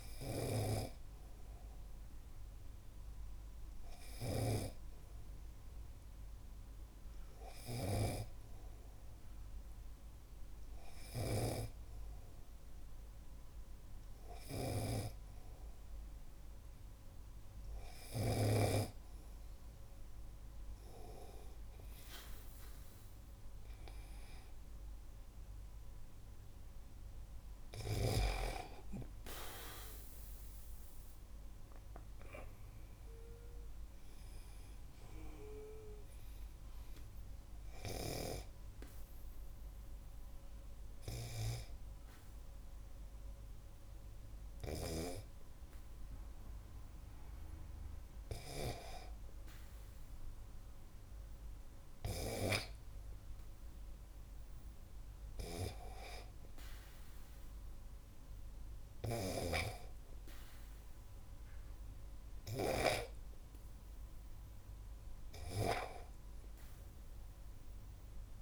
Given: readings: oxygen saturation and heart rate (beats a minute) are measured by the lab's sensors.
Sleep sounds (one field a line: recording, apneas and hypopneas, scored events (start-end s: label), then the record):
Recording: breathing in sleep by a room microphone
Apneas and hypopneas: 1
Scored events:
11.00-15.00 s: snoring (device-marked)
28.50-32.50 s: arousal
37.00-49.00 s: obstructive apnea (oxygen 97% before, 96% lowest, heart rate 61 before, 49 extreme, up 6 after)
52.00-55.50 s: arousal
From the record:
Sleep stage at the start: N2 (light sleep)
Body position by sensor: on the back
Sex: male